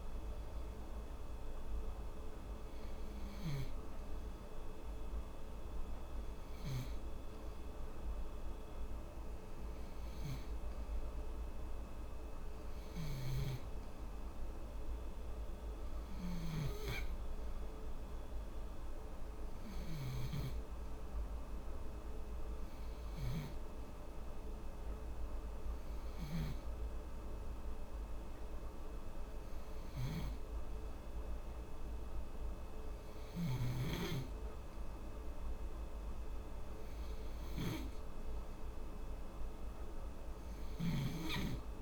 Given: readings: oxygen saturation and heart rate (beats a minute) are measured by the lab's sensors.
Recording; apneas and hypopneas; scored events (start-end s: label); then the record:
breathing in sleep, hard to hear, by a room microphone; none
none scored
From the record:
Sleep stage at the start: N2 (light sleep); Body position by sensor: on the back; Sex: female